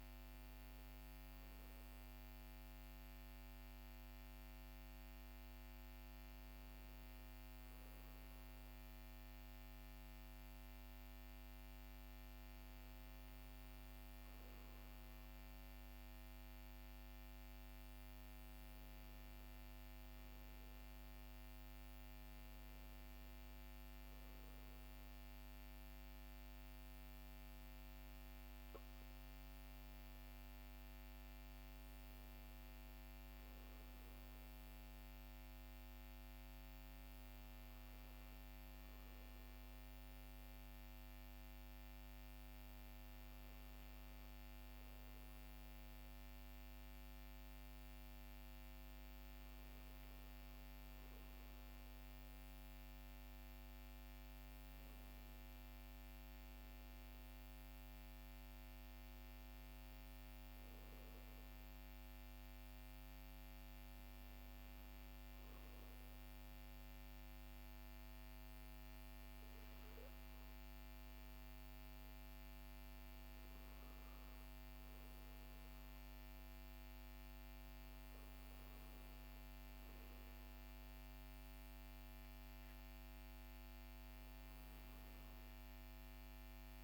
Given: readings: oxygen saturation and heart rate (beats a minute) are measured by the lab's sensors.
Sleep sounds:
breathing in sleep, hard to hear, by a microphone on the trachea; 2
37.00-52.50 s: obstructive apnea (oxygen 97% before, 95% lowest, heart rate 56 before, 44 extreme, up 9 after)
54.00-58.00 s: arousal
67.00-80.50 s: obstructive apnea (oxygen 97% before, 95% lowest, heart rate 54 before, 47 extreme, up 13 after)
84.00-86.83 s: arousal
From the record:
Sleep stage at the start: N2 (light sleep); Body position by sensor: on the back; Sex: male

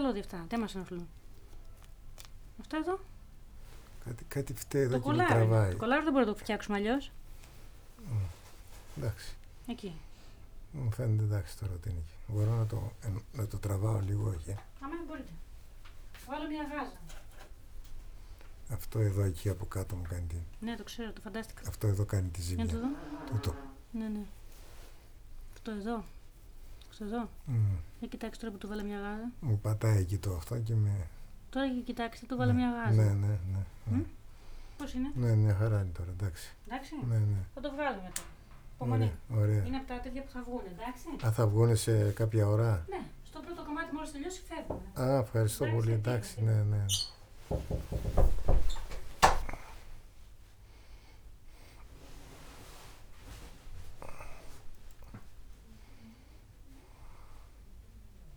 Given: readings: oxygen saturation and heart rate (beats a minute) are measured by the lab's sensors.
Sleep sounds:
a person awake in a sleep study, by a room microphone; none
0.00-5.00 s: snoring (device-marked)
19.00-28.00 s: snoring (device-marked)
42.00-46.50 s: snoring (device-marked)
From the record:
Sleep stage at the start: awake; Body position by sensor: on the back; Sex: male

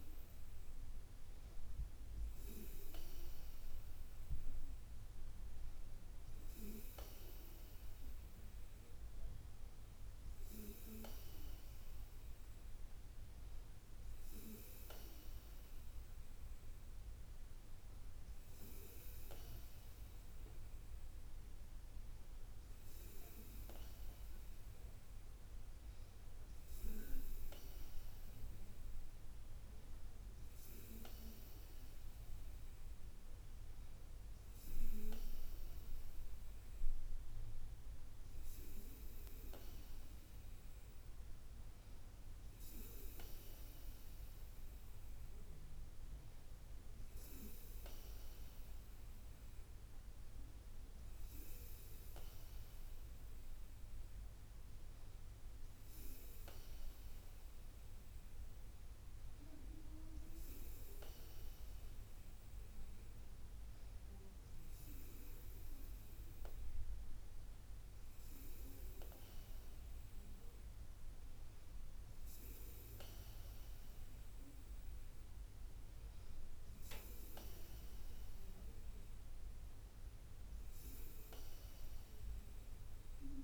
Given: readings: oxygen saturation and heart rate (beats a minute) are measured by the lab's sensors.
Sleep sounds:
breathing in sleep by a room microphone; none
77.50-80.50 s: bradycardia (device-marked, heart rate 68 before, 66 extreme)
From the record:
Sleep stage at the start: N2 (light sleep); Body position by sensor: on the back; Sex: female

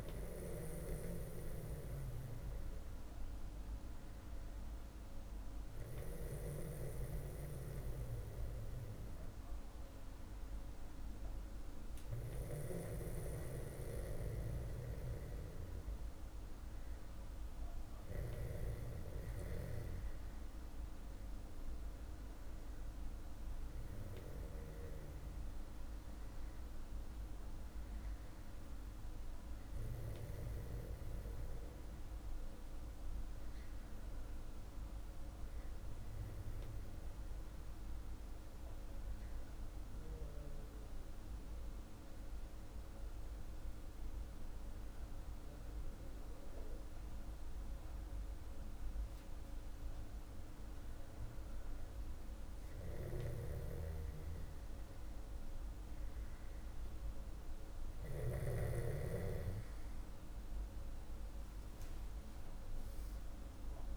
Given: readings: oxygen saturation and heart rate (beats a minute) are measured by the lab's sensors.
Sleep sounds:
breathing in sleep by a room microphone; 1
36.00-50.00 s: hypopnea (oxygen 97% before, 95% lowest, heart rate 48 before, 46 extreme, up 2 after)
From the record:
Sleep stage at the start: N2 (light sleep); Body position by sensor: on the back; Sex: male

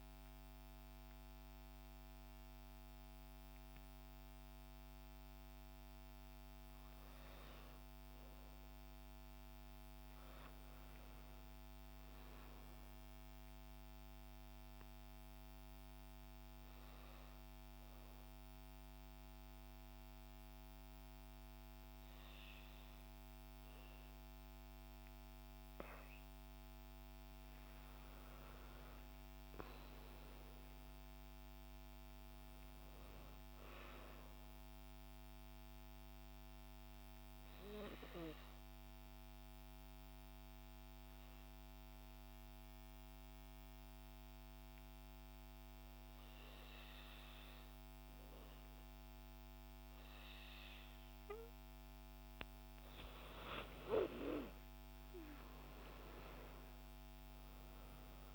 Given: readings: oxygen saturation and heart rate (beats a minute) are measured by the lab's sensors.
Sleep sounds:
breathing in sleep, hard to hear, by a microphone on the trachea; 2
0.00-9.00 s: oxygen desaturation (device-marked, oxygen 91% lowest, heart rate 55 extreme)
11.00-14.50 s: arousal
18.00-28.00 s: obstructive apnea (oxygen 97% before, 90% lowest, heart rate 115 before, 53 extreme, up 47 after)
29.00-32.50 s: arousal
36.00-51.00 s: oxygen desaturation (device-marked, oxygen 95% before, 92% lowest, heart rate 87 before, 53 extreme)
37.50-51.00 s: obstructive apnea (oxygen 97% before, 90% lowest, heart rate 85 before, 53 extreme, up 12 after)
53.50-58.35 s: arousal
From the record:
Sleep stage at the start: N2 (light sleep); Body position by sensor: on the back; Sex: female

